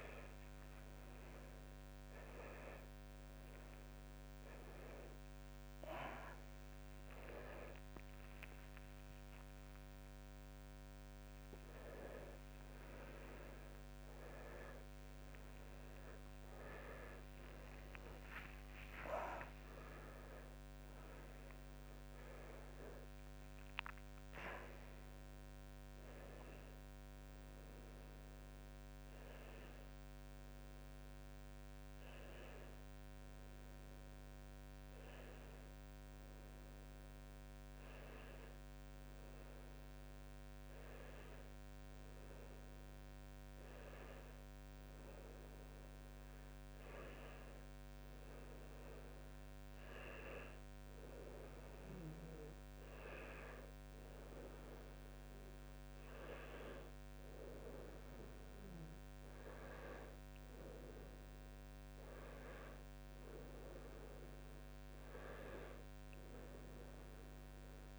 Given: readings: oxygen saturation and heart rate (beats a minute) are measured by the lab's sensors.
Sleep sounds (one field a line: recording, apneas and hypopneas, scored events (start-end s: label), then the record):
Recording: a person partly awake in a sleep study, by a microphone on the trachea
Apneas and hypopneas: none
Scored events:
27.00-67.99 s: new sleep stage, N2 (light sleep)
From the record:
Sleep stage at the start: awake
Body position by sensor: on the back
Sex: male